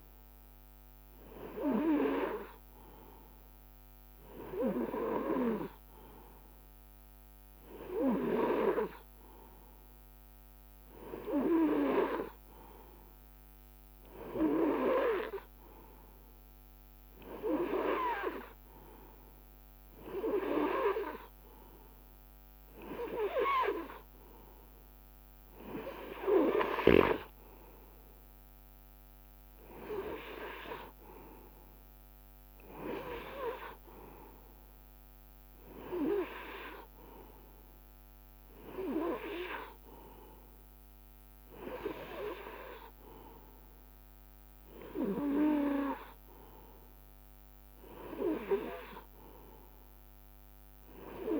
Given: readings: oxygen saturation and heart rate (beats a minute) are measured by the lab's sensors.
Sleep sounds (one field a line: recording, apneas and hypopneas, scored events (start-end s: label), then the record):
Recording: breathing in sleep by a microphone on the trachea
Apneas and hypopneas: none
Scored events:
none scored
From the record:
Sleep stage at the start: N2 (light sleep)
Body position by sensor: on the right side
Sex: male